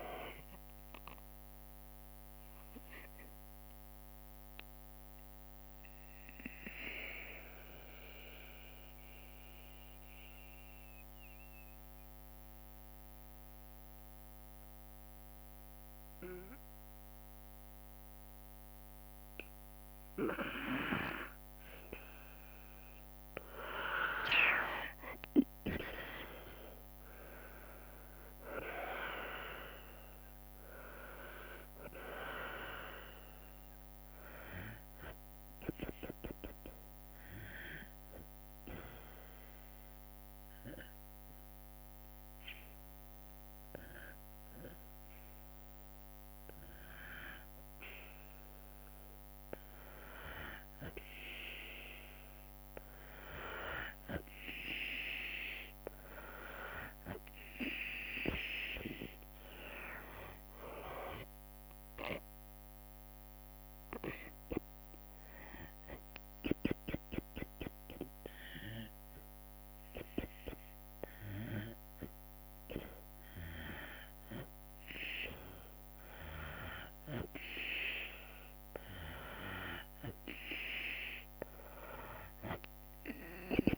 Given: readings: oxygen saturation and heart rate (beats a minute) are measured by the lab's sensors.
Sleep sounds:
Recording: breathing in sleep by a microphone on the trachea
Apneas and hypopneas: 2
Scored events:
0.00-9.00 s: drop in pulse transit time (device-marked, heart rate 56 extreme)
0.00-16.00 s: oxygen desaturation (device-marked, oxygen 92% lowest, heart rate 55 extreme)
1.50-19.00 s: mixed apnea (oxygen 96% before, 91% lowest, heart rate 67 before, 55 extreme, up 23 after)
28.00-32.00 s: arousal
29.00-45.00 s: oxygen desaturation (device-marked, oxygen 98% before, 91% lowest, heart rate 65 before, 60 extreme)
38.00-49.00 s: mixed apnea (oxygen 98% before, 92% lowest, heart rate 75 before, 60 extreme, up 6 after)
56.00-60.50 s: arousal
57.00-74.00 s: oxygen desaturation (device-marked, oxygen 98% before, 93% lowest, heart rate 63 before, 59 extreme)
59.00-71.00 s: drop in pulse transit time (device-marked, heart rate 63 before, 65 extreme)
From the record:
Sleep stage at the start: N2 (light sleep)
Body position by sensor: on the back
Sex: female

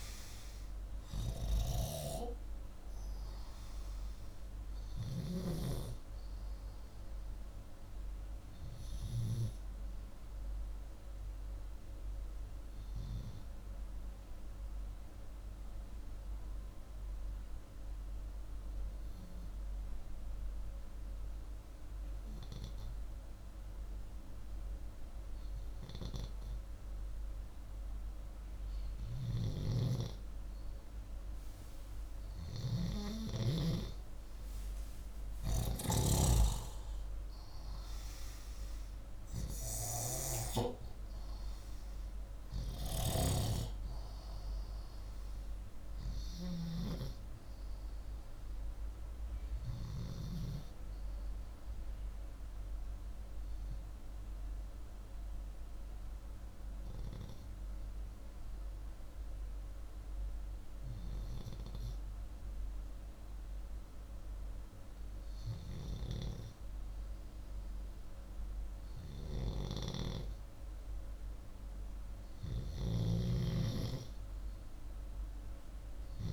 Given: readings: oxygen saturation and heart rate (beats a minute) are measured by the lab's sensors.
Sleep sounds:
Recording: breathing in sleep by a room microphone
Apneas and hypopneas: 2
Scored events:
12.00-27.50 s: obstructive apnea (oxygen 91% before, 87% lowest, heart rate 124 before, 59 extreme)
29.50-33.00 s: arousal
32.00-47.00 s: oxygen desaturation (device-marked, oxygen 94% before, 87% lowest, heart rate 127 before, 66 extreme)
52.00-64.50 s: obstructive apnea (oxygen 94% before, 89% lowest, heart rate 88 before, 85 extreme)
66.00-70.00 s: arousal
72.00-76.00 s: snoring (device-marked)
From the record:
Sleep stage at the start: N2 (light sleep)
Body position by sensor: upright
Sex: male

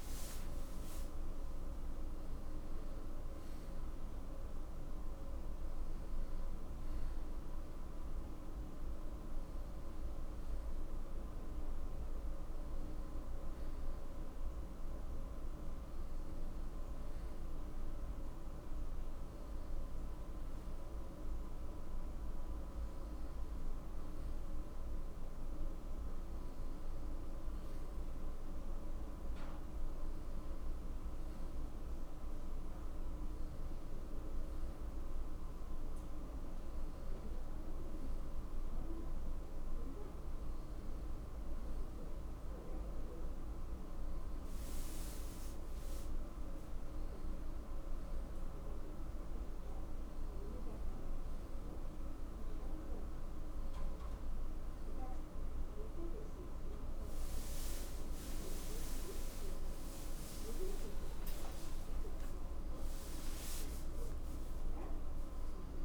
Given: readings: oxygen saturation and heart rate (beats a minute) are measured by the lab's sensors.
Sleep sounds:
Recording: a person partly awake in a sleep study, hard to hear, by a room microphone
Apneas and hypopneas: none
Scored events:
2.50-15.50 s: oxygen desaturation (device-marked, oxygen 94% before, 90% lowest, heart rate 76 before, 82 extreme)
10.50-65.85 s: new sleep stage, N1 (lightest sleep)
From the record:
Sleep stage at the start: awake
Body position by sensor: on the back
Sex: male

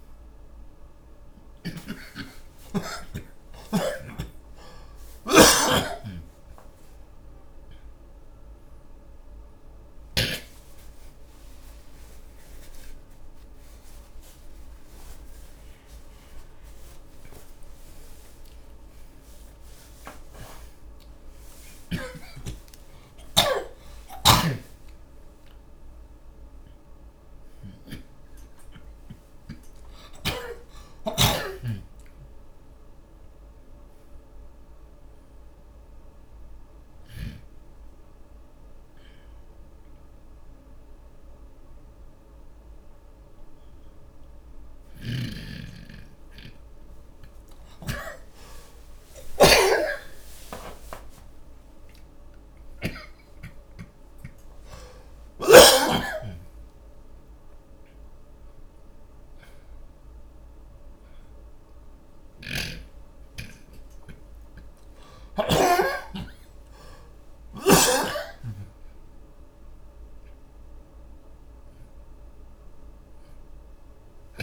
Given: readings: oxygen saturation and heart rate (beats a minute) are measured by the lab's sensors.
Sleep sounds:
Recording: a person awake in a sleep study, by a room microphone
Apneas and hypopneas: none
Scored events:
4.00-10.50 s: snoring (device-marked)
5.00-29.00 s: oxygen desaturation (device-marked, oxygen 85% before, 77% lowest)
24.50-37.50 s: snoring (device-marked)
45.00-54.50 s: snoring (device-marked)
62.00-73.00 s: oxygen desaturation (device-marked, oxygen 95% before, 88% lowest, heart rate 63 before, 44 extreme)
62.50-66.00 s: snoring (device-marked)
From the record:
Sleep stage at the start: awake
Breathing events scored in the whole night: 607 in 6.2 hours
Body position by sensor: on the back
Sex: male

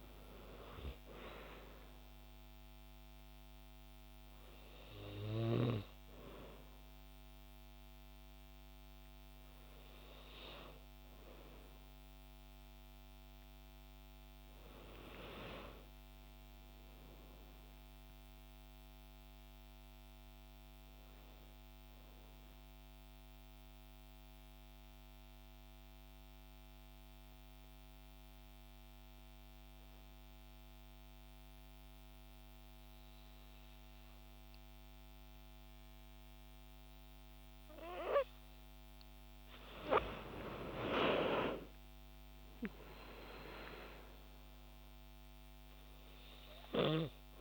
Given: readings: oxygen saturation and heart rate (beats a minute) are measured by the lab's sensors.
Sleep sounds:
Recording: breathing in sleep by a microphone on the trachea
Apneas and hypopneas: 1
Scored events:
16.00-19.50 s: arousal
23.50-37.50 s: hypopnea (oxygen 96% before, 91% lowest, heart rate 106 before, 43 extreme, up 14 after)
40.50-44.00 s: arousal
45.00-47.41 s: oxygen desaturation (device-marked, oxygen 97% before, 91% lowest, heart rate 69 before, 49 extreme)
From the record:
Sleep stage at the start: N2 (light sleep)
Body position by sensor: on the back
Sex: female

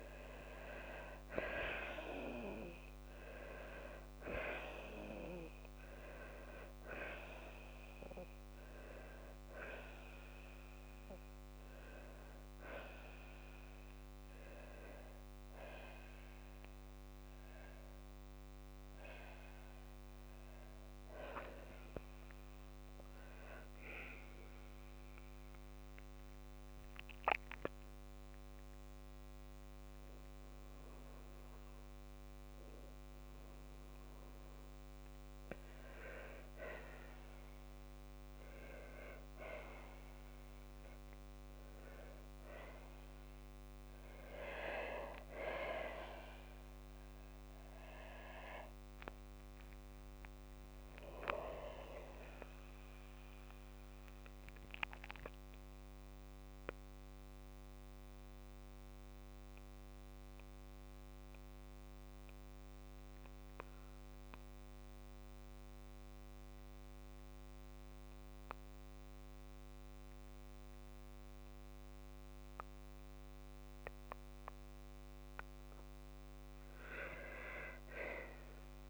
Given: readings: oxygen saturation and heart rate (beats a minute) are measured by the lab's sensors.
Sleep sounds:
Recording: breathing in sleep by a microphone on the trachea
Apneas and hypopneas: 2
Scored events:
0.00-1.00 s: arousal
14.50-25.00 s: hypopnea (oxygen 98% before, 92% lowest, heart rate 59 before, 59 extreme)
25.50-27.50 s: long interval between heartbeats (device-marked, heart rate 61 before, 71 extreme)
27.50-30.50 s: arousal
27.50-34.50 s: tachycardia (device-marked, heart rate 61 before, 130 extreme)
30.00-32.00 s: long interval between heartbeats (device-marked, heart rate 63 before, 95 extreme)
31.50-46.50 s: oxygen desaturation (device-marked, oxygen 96% before, 92% lowest, heart rate 67 before, 69 extreme)
32.50-34.50 s: long interval between heartbeats (device-marked, heart rate 70 before, 125 extreme)
48.00-51.50 s: arousal
52.50-54.50 s: long interval between heartbeats (device-marked, heart rate 95 before, 97 extreme)
54.50-74.00 s: mixed apnea (oxygen 99% before, 94% lowest, heart rate 92 before, 50 extreme)
77.50-78.90 s: arousal
From the record:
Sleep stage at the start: N2 (light sleep)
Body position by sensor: on the back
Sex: female

